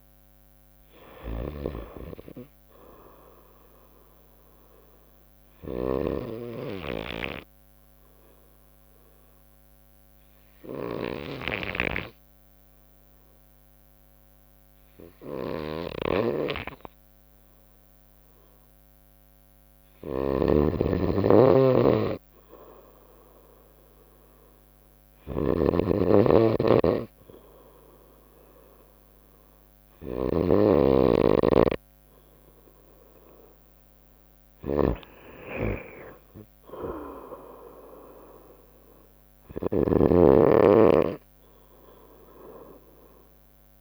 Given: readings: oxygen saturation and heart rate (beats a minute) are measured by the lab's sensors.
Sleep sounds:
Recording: breathing in sleep by a microphone on the trachea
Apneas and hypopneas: 1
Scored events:
0.00-1.00 s: oxygen desaturation (device-marked, oxygen 86% lowest, heart rate 65 extreme)
0.00-1.50 s: snoring (device-marked)
0.50-4.50 s: arousal
6.50-18.50 s: obstructive apnea (oxygen 91% before, 79% lowest, heart rate 68 before, 70 extreme, up 3 after)
13.00-27.00 s: oxygen desaturation (device-marked, oxygen 90% before, 82% lowest, heart rate 68 before, 69 extreme)
20.00-30.50 s: snoring (device-marked)
27.00-31.00 s: arousal
29.00-43.81 s: drop in pulse transit time (device-marked, heart rate 71 before, 70 extreme)
29.00-43.81 s: oxygen desaturation (device-marked, oxygen 88% before, 79% lowest, heart rate 71 before, 65 extreme)
39.50-43.81 s: snoring (device-marked)
From the record:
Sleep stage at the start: N2 (light sleep)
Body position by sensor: on the right side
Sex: female

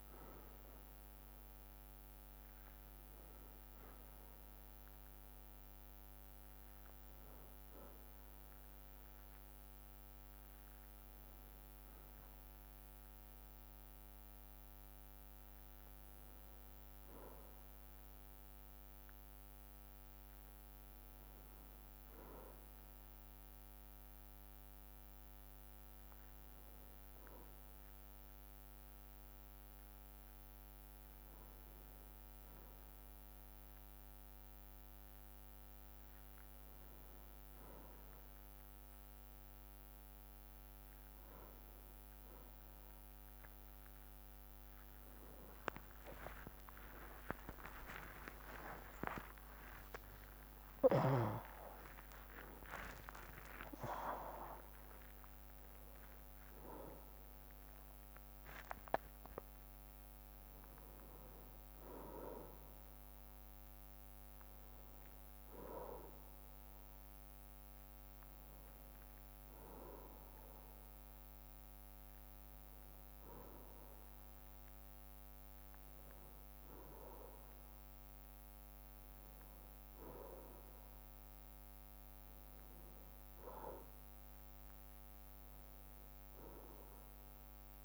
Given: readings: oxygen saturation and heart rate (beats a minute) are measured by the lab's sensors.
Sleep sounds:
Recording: a person awake in a sleep study, by a microphone on the trachea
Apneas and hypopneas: none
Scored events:
3.00-8.00 s: bradycardia (device-marked, heart rate 61 before, 59 extreme)
44.00-53.00 s: tachycardia (device-marked, heart rate 61 before, 167 extreme)
45.50-47.50 s: long interval between heartbeats (device-marked, heart rate 61 before, 86 extreme)
47.50-49.50 s: long interval between heartbeats (device-marked, heart rate 64 before, 118 extreme)
50.50-52.50 s: long interval between heartbeats (device-marked, heart rate 75 before, 158 extreme)
57.00-74.00 s: drop in pulse transit time (device-marked, heart rate 99 before, 64 extreme)
60.00-87.85 s: new sleep stage, N1 (lightest sleep)
From the record:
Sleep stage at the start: awake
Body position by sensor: on the back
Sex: male

